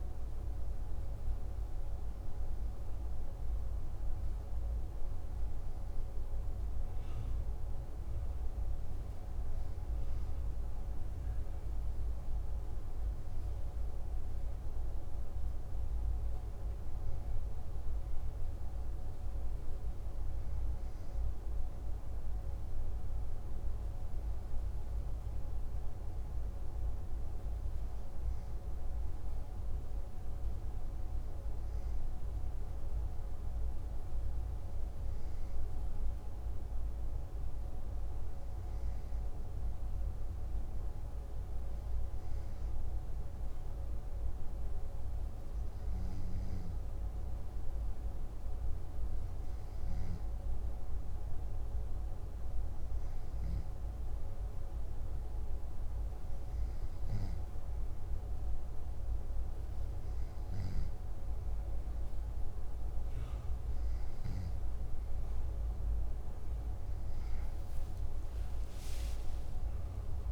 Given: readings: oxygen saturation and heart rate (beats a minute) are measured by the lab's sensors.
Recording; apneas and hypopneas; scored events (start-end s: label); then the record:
breathing in sleep, hard to hear, by a room microphone; none
68.50-70.32 s: arousal
From the record:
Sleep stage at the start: N2 (light sleep); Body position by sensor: on the back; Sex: male